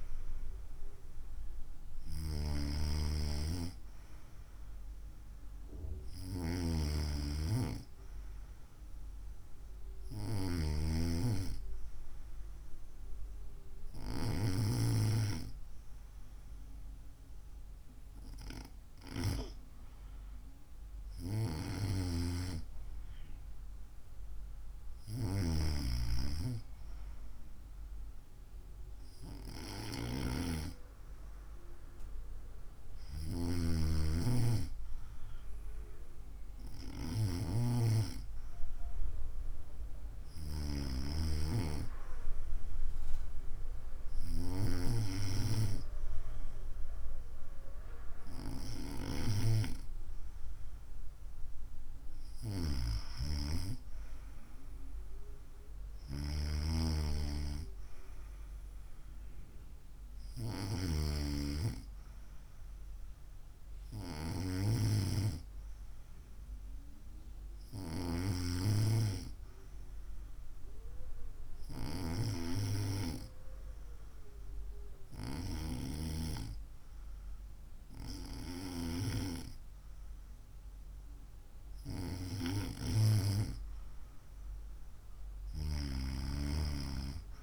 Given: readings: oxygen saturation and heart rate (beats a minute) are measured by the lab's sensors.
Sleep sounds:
breathing in sleep by a room microphone; 1
70.00-81.00 s: hypopnea (oxygen 95% before, 94% lowest, heart rate 60 before, 57 extreme, up 5 after)
84.00-87.43 s: arousal
From the record:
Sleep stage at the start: N2 (light sleep); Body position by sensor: on the right side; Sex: female

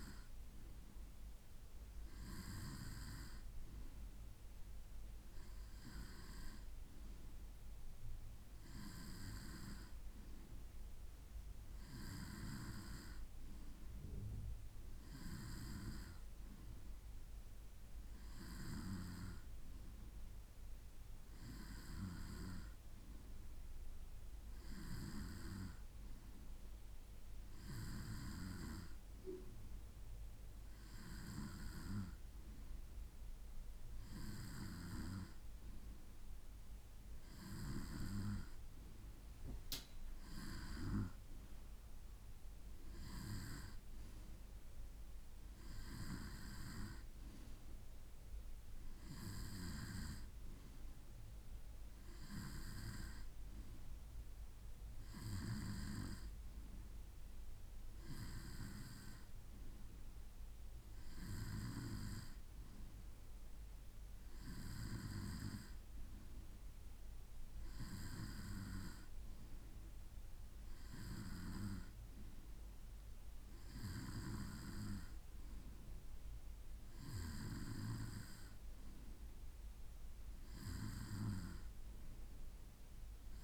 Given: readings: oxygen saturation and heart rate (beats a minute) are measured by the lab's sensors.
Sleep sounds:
breathing in sleep by a room microphone; none
none scored
From the record:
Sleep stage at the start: N2 (light sleep); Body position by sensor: on the right side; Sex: male

